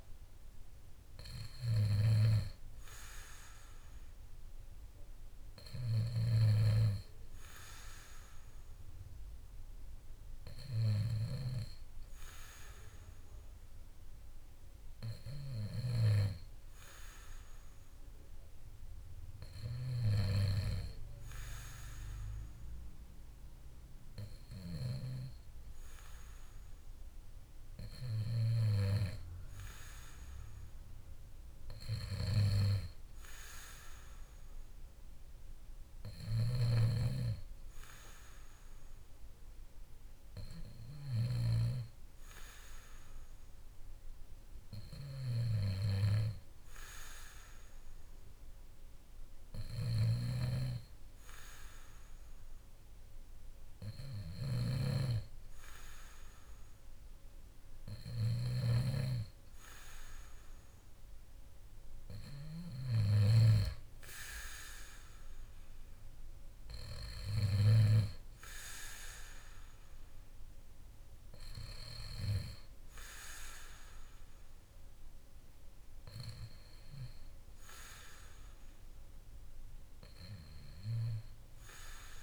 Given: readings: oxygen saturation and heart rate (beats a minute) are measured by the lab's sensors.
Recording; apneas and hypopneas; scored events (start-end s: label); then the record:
breathing in sleep by a room microphone; none
6.00-16.00 s: snoring (device-marked)
36.50-63.50 s: snoring (device-marked)
From the record:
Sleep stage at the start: N2 (light sleep); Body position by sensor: on the back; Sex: male